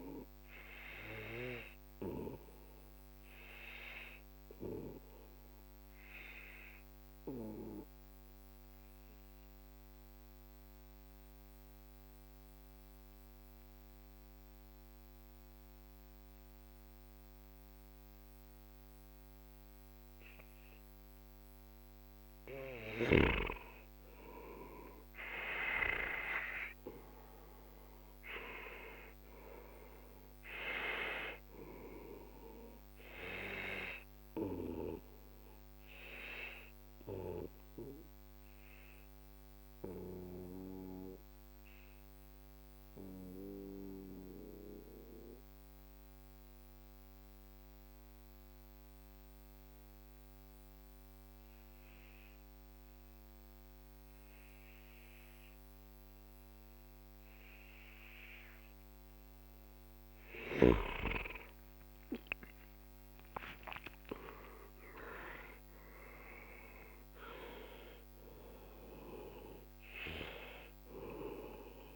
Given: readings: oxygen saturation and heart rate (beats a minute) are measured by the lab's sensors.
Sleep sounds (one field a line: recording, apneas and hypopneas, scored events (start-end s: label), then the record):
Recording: breathing in sleep by a microphone on the trachea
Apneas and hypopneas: 2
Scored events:
3.00-23.00 s: obstructive apnea (oxygen 97% before, 91% lowest, heart rate 50 before, 41 extreme, up 15 after)
24.50-28.00 s: arousal
27.00-38.00 s: oxygen desaturation (device-marked, oxygen 96% before, 92% lowest, heart rate 48 before, 41 extreme)
32.50-59.00 s: obstructive apnea (oxygen 96% before, 91% lowest, heart rate 51 before, 41 extreme, up 24 after)
61.50-65.00 s: arousal
65.00-71.95 s: oxygen desaturation (device-marked, oxygen 97% before, 91% lowest, heart rate 49 before, 43 extreme)
From the record:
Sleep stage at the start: N2 (light sleep)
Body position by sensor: on the back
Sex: male